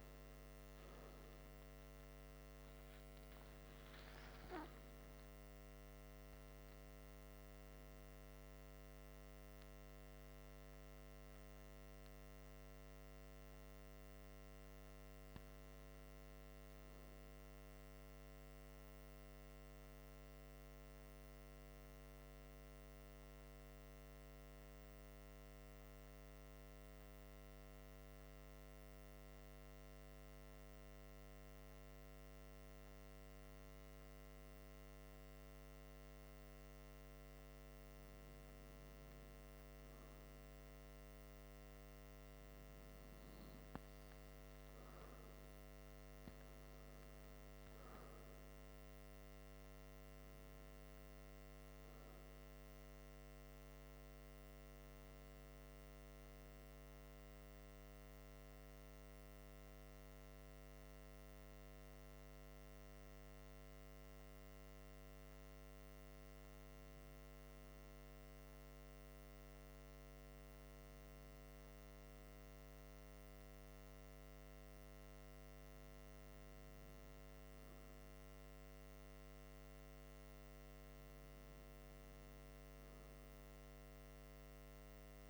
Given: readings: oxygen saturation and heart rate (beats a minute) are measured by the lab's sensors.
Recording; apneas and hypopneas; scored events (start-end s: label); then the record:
breathing in sleep, hard to hear, by a microphone on the trachea; 2
0.00-1.50 s: arousal
22.00-36.00 s: hypopnea (oxygen 96% before, 93% lowest, heart rate 65 before, 50 extreme, up 6 after)
38.50-42.00 s: arousal
58.50-71.00 s: hypopnea (oxygen 95% before, 94% lowest, heart rate 57 before, 53 extreme, up 4 after)
73.00-76.00 s: arousal
From the record:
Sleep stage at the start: N2 (light sleep); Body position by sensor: on the back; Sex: male